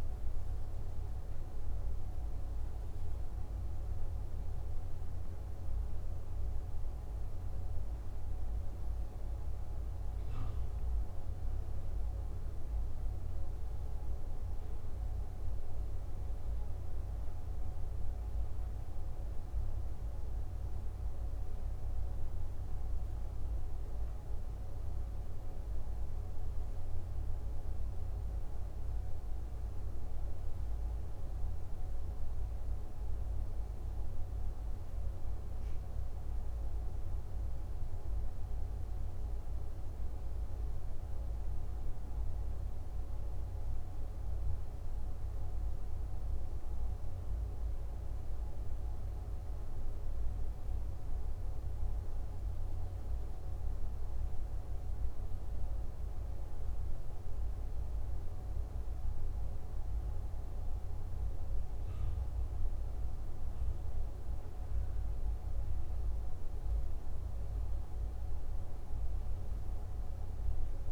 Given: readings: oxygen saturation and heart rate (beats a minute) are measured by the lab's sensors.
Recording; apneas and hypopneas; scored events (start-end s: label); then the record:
breathing in sleep, hard to hear, by a room microphone; none
none scored
From the record:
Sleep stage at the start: N2 (light sleep); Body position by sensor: on the back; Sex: male